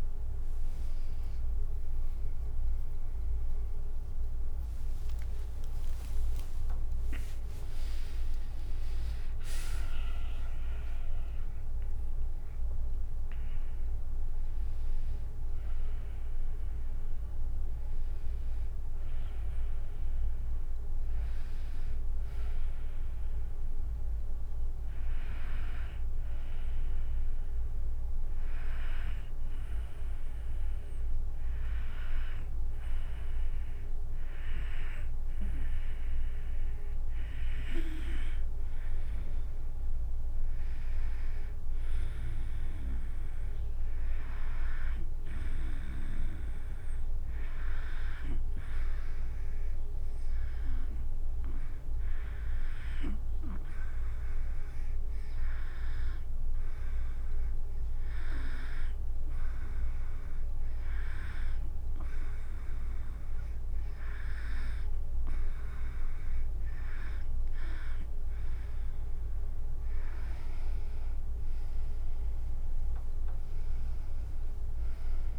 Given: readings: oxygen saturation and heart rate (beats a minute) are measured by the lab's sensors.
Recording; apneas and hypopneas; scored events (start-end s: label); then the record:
breathing in sleep by a room microphone; 1
2.00-9.00 s: tachycardia (device-marked, heart rate 69 before, 123 extreme)
4.50-11.00 s: arousal
7.00-19.00 s: drop in pulse transit time (device-marked, heart rate 78 before, 88 extreme)
41.50-45.50 s: arousal
50.00-62.00 s: hypopnea (oxygen 96% before, 93% lowest, heart rate 74 before, 71 extreme, up 1 after)
64.00-67.00 s: arousal
65.00-75.39 s: oxygen desaturation (device-marked, oxygen 96% before, 93% lowest, heart rate 74 before, 68 extreme)
70.00-75.39 s: drop in pulse transit time (device-marked, heart rate 75 before, 73 extreme)
From the record:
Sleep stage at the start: N2 (light sleep); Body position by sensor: on the right side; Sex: female